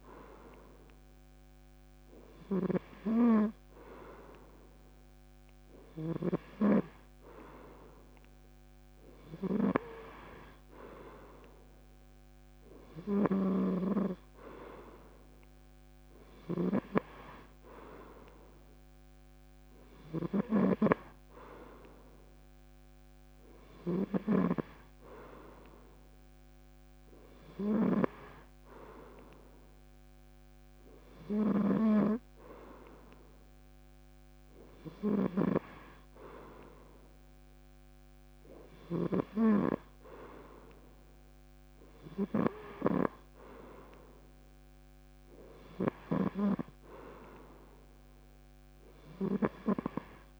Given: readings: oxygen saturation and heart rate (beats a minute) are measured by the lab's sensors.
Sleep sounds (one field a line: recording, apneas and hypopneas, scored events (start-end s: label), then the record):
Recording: breathing in sleep by a microphone on the trachea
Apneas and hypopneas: none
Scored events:
2.00-39.00 s: snoring (device-marked)
From the record:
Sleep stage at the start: N3 (deep sleep)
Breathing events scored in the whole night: 235 in 4.4 hours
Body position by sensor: on the back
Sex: male